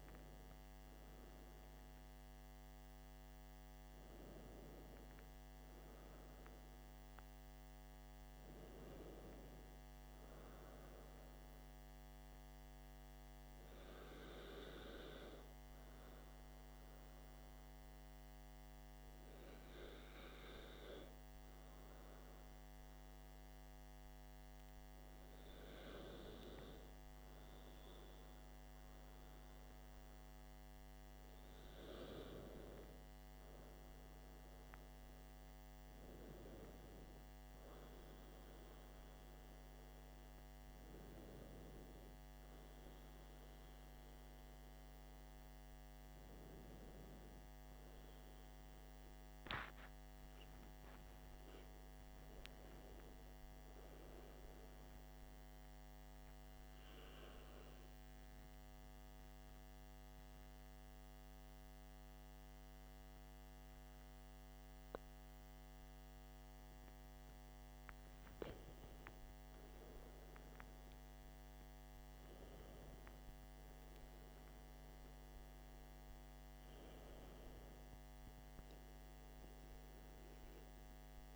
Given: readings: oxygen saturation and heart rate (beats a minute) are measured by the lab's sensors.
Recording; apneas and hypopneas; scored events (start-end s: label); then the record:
breathing in sleep by a microphone on the trachea; 2
11.50-30.00 s: hypopnea (oxygen 96% before, 93% lowest, heart rate 61 before, 53 extreme, up 11 after)
33.00-36.50 s: arousal
58.50-68.50 s: central apnea (oxygen 95% before, 94% lowest, heart rate 59 before, 55 extreme, up 3 after)
70.00-73.50 s: arousal
From the record:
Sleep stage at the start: N2 (light sleep); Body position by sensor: on the back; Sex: male